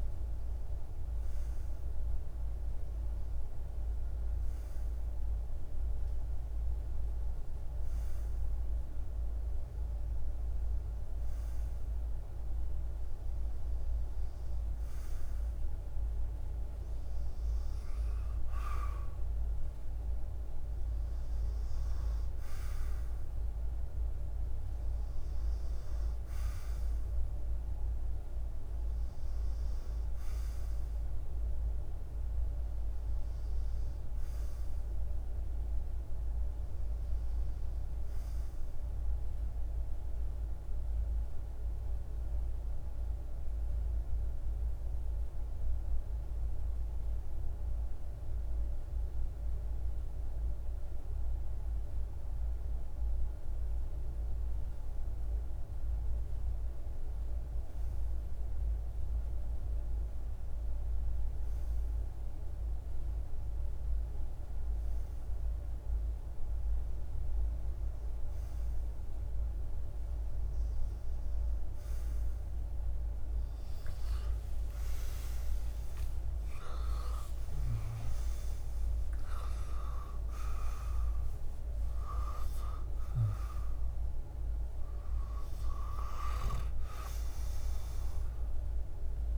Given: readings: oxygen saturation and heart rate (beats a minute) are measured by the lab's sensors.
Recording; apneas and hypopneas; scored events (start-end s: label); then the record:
breathing in sleep by a room microphone; 1
39.50-55.50 s: hypopnea (oxygen 97% before, 95% lowest)
66.50-81.50 s: oxygen desaturation (device-marked, oxygen 98% before, 95% lowest)
72.00-77.00 s: arousal
83.50-87.50 s: oxygen desaturation (device-marked, oxygen 98% before, 95% lowest)
From the record:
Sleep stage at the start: REM sleep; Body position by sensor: on the back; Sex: male